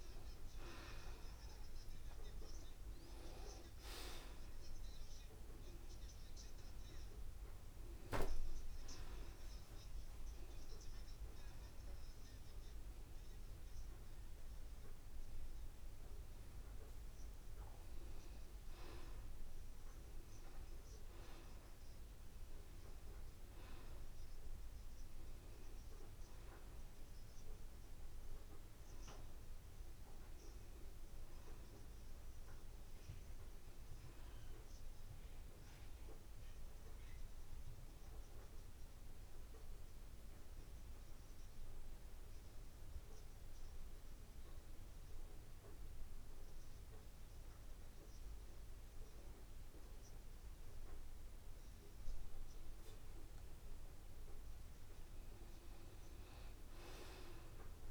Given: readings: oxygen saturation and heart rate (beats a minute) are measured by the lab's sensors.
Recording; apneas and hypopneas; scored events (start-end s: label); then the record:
breathing in sleep by a room microphone; 1
0.00-5.50 s: oxygen desaturation (device-marked, oxygen 88% lowest, heart rate 74 extreme)
42.00-52.00 s: obstructive apnea (oxygen 93% before, 90% lowest, heart rate 76 before, 74 extreme, up 3 after)
55.00-57.90 s: arousal
From the record:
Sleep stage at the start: N2 (light sleep); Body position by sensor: on the back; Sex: male